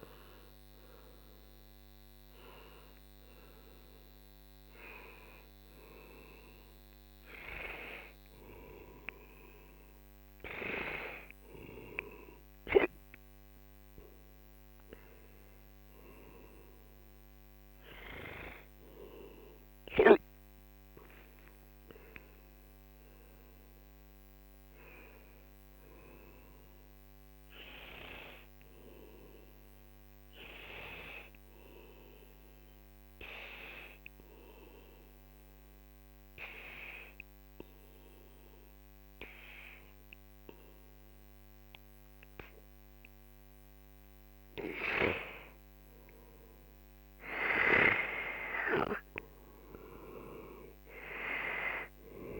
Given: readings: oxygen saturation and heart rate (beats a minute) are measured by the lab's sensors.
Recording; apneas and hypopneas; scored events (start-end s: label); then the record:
a person partly awake in a sleep study, by a microphone on the trachea; 1
0.00-7.50 s: oxygen desaturation (device-marked, oxygen 89% lowest, heart rate 49 extreme)
4.50-34.50 s: new sleep stage, N1 (lightest sleep)
29.50-43.00 s: obstructive apnea (oxygen 98% before, 92% lowest, heart rate 53 before, 42 extreme, up 15 after)
34.50-52.40 s: new sleep stage, N2 (light sleep)
45.50-50.00 s: arousal
From the record:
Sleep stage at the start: awake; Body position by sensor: on the right side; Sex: male